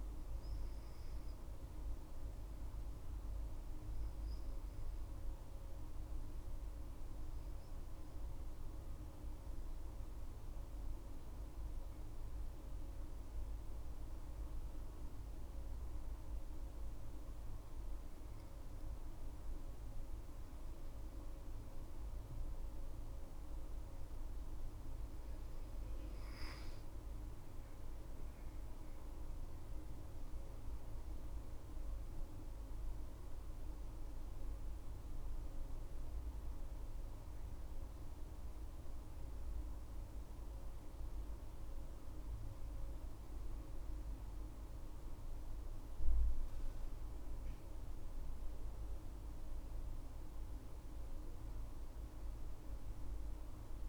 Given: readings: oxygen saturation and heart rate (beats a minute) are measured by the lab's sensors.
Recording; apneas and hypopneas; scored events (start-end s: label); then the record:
breathing in sleep, hard to hear, by a room microphone; 1
4.50-19.50 s: obstructive apnea (oxygen 98% before, 94% lowest, heart rate 59 before, 55 extreme, up 15 after)
18.00-43.00 s: oxygen desaturation (device-marked, oxygen 98% before, 94% lowest, heart rate 59 before, 53 extreme)
21.00-25.00 s: arousal
From the record:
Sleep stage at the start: N2 (light sleep); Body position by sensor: on the back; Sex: female